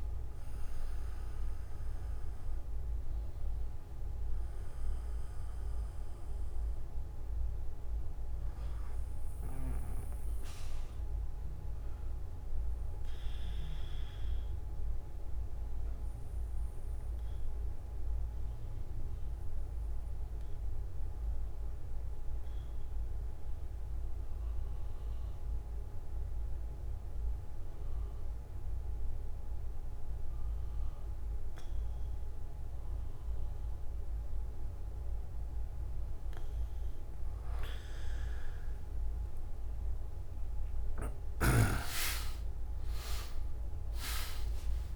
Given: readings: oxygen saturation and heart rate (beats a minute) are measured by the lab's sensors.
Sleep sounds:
breathing in sleep by a room microphone; 1
0.00-24.00 s: oxygen desaturation (device-marked, oxygen 92% lowest)
13.00-37.00 s: mixed apnea (oxygen 100% before, 92% lowest)
From the record:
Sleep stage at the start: N1 (lightest sleep); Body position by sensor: on the back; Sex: male

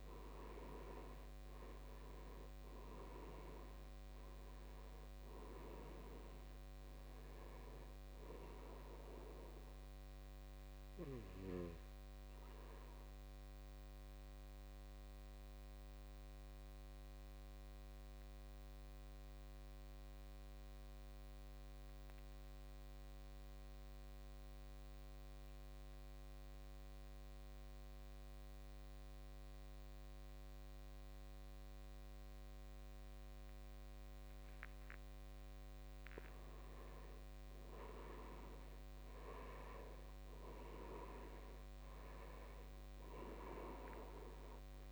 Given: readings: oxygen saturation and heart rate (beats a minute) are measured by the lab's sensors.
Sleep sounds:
breathing in sleep by a microphone on the trachea; 1
0.00-28.00 s: oxygen desaturation (device-marked, oxygen 80% lowest, heart rate 52 extreme)
8.50-35.00 s: obstructive apnea (oxygen 99% before, 80% lowest, heart rate 65 before, 52 extreme, up 11 after)
36.00-41.00 s: arousal
From the record:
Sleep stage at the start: N2 (light sleep); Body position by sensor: on the back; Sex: male

